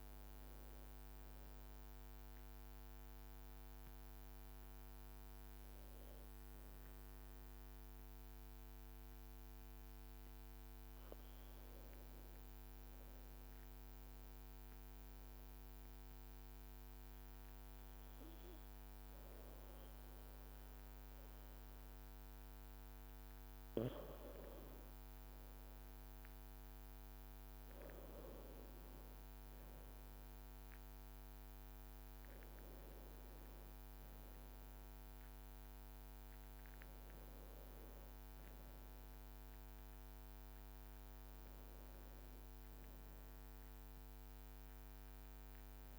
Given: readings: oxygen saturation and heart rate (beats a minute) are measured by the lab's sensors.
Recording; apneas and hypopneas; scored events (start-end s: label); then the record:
breathing in sleep, hard to hear, by a microphone on the trachea; 1
1.00-7.50 s: arousal
12.50-23.00 s: mixed apnea (oxygen 98% before, 93% lowest, heart rate 53 before, 51 extreme, up 3 after)
15.00-24.00 s: oxygen desaturation (device-marked, oxygen 97% before, 95% lowest, heart rate 54 before, 51 extreme)
25.00-29.00 s: arousal
26.00-45.99 s: new sleep stage, REM sleep
From the record:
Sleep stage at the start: N2 (light sleep); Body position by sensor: on the back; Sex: male